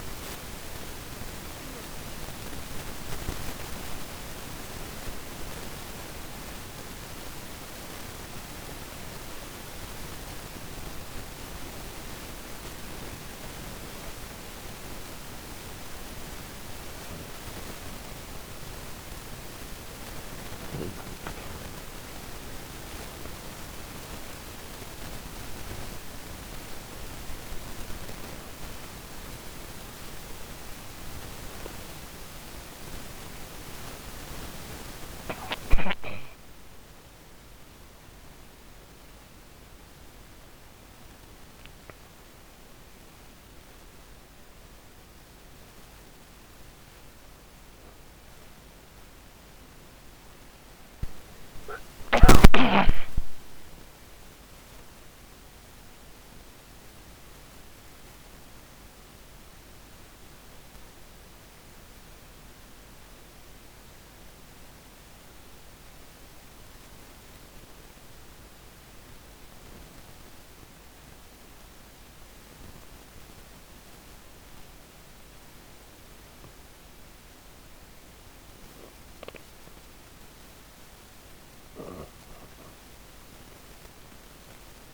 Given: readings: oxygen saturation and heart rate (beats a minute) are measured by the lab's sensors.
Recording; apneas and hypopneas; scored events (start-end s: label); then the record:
breathing in sleep by a microphone on the trachea; 2
5.50-19.00 s: hypopnea (oxygen 95% before, 91% lowest)
22.50-27.50 s: arousal
52.00-56.00 s: arousal
59.00-79.50 s: obstructive apnea (oxygen 94% before, 91% lowest, heart rate 166 before, 151 extreme, up 51 after)
82.00-84.94 s: arousal
From the record:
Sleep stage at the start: N2 (light sleep); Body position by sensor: on the back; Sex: female